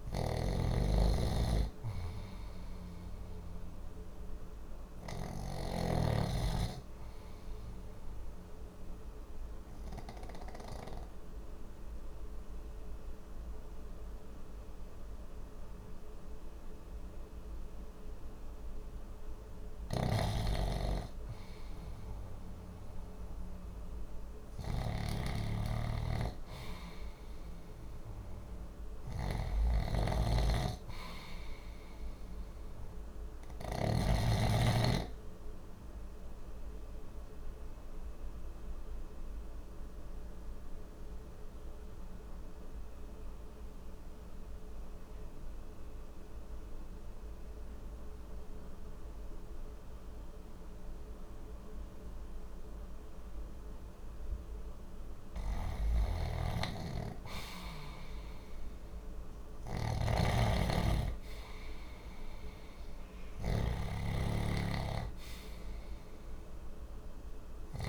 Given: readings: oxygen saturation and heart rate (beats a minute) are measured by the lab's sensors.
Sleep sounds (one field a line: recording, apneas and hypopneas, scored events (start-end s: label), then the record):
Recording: breathing in sleep by a room microphone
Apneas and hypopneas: 2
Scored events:
0.00-5.50 s: snoring (device-marked)
8.00-19.50 s: obstructive apnea (oxygen 93% before, 90% lowest, heart rate 63 before, 59 extreme, up 1 after)
19.50-33.50 s: snoring (device-marked)
22.50-27.00 s: arousal
36.00-54.50 s: obstructive apnea (oxygen 97% before, 91% lowest, heart rate 60 before, 60 extreme, up 0 after)
45.00-58.00 s: oxygen desaturation (device-marked, oxygen 97% before, 92% lowest, heart rate 60 before, 60 extreme)
55.50-67.89 s: snoring (device-marked)
56.00-60.50 s: arousal
From the record:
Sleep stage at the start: REM sleep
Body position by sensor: on the left side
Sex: male